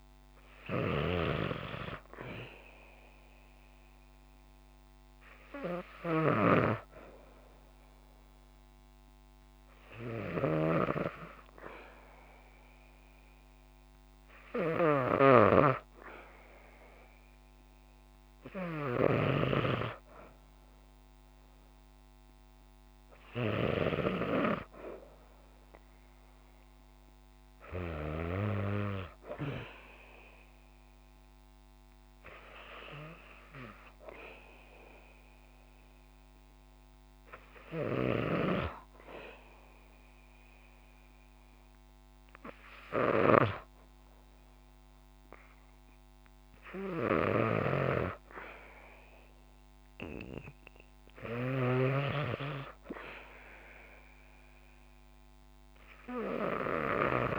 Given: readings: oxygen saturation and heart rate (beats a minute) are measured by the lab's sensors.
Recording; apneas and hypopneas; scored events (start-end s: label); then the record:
breathing in sleep by a microphone on the trachea; none
0.00-23.50 s: snoring (device-marked)
47.00-51.00 s: snoring (device-marked)
From the record:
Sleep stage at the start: N2 (light sleep); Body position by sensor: on the back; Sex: female